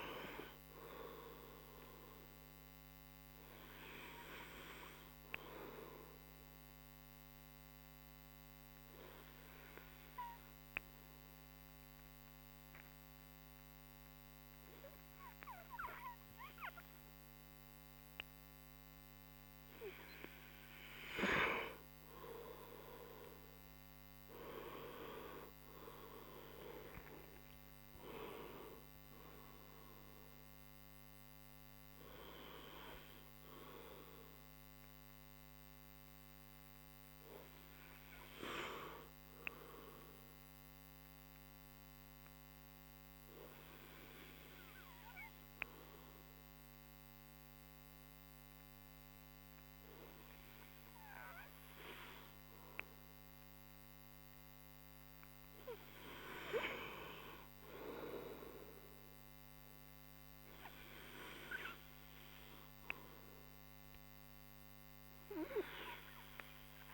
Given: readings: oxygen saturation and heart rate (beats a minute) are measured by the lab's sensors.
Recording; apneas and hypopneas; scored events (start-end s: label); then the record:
breathing in sleep by a microphone on the trachea; 2
4.00-19.50 s: obstructive apnea (oxygen 97% before, 93% lowest)
24.00-29.50 s: arousal
39.50-54.00 s: obstructive apnea (oxygen 97% before, 93% lowest)
56.50-61.50 s: arousal
From the record:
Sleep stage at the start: N2 (light sleep); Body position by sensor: on the right side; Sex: male